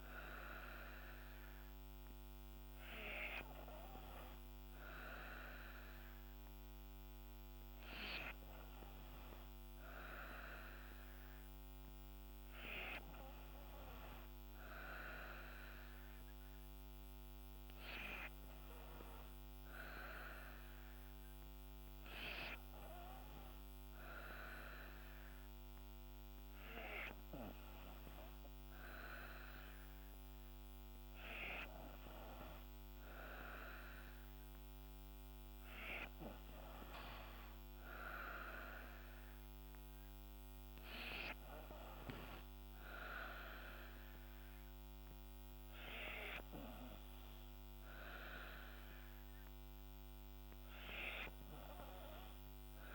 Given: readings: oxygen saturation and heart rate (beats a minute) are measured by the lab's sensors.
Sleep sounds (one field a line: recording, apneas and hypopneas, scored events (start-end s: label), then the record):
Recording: breathing in sleep by a microphone on the trachea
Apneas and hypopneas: none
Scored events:
none scored
From the record:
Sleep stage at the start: N3 (deep sleep)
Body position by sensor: on the back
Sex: female